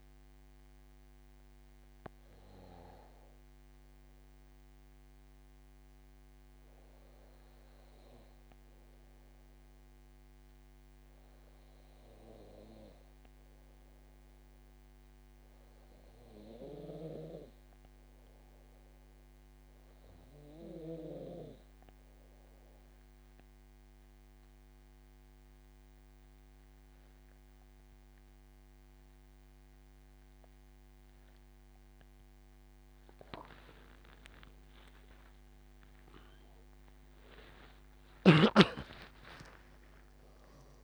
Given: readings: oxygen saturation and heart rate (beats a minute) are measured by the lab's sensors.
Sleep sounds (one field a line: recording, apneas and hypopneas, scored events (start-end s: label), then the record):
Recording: breathing in sleep by a microphone on the trachea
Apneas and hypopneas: 1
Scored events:
0.50-29.00 s: hypopnea (oxygen 98% before, 89% lowest, heart rate 80 before, 74 extreme, up 10 after)
16.00-40.84 s: oxygen desaturation (device-marked, oxygen 97% before, 89% lowest, heart rate 79 before, 72 extreme)
35.00-39.50 s: arousal
From the record:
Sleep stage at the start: N2 (light sleep)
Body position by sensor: on the back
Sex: male